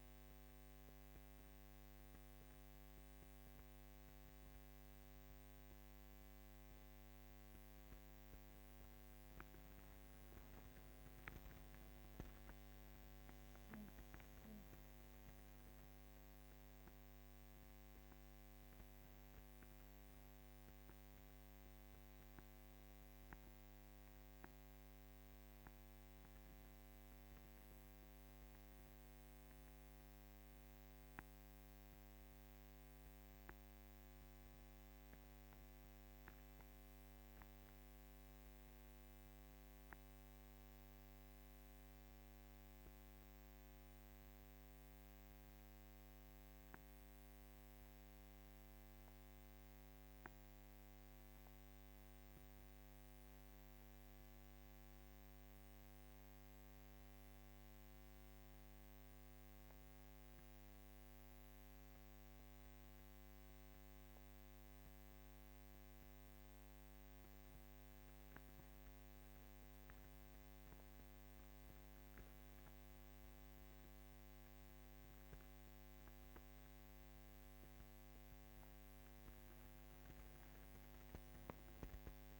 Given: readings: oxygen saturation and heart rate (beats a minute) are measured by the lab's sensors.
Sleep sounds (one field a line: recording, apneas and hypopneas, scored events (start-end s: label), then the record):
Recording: breathing in sleep, hard to hear, by a microphone on the trachea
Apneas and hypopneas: 1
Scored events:
0.00-16.00 s: oxygen desaturation (device-marked, oxygen 94% lowest, heart rate 47 extreme)
28.00-82.40 s: new sleep stage, N2 (light sleep)
40.50-67.00 s: mixed apnea (oxygen 99% before, 94% lowest, heart rate 54 before, 50 extreme, up 8 after)
64.00-82.40 s: oxygen desaturation (device-marked, oxygen 99% before, 94% lowest, heart rate 52 before, 54 extreme)
70.00-74.50 s: arousal
From the record:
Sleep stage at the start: N1 (lightest sleep)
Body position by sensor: on the back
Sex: female